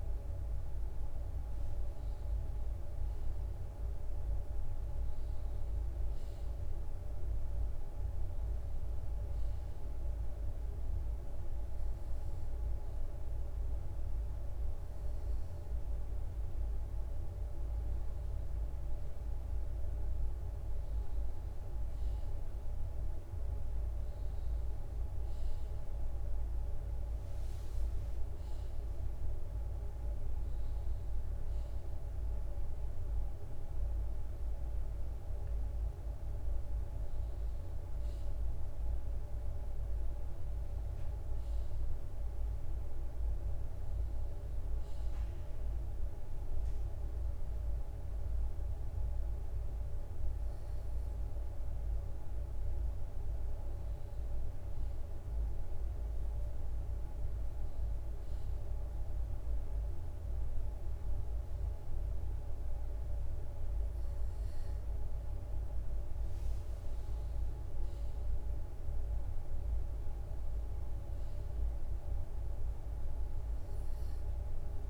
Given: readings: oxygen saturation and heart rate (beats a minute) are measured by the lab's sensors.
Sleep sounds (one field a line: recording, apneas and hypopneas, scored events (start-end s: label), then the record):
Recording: breathing in sleep, hard to hear, by a room microphone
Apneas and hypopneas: none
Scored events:
33.00-37.00 s: arousal
38.50-40.50 s: bradycardia (device-marked, heart rate 58 before, 62 extreme)
47.50-67.50 s: bradycardia (device-marked, heart rate 58 before, 57 extreme)
69.50-74.90 s: bradycardia (device-marked, heart rate 59 before, 53 extreme)
From the record:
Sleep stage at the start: N2 (light sleep)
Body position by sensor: on the left side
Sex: male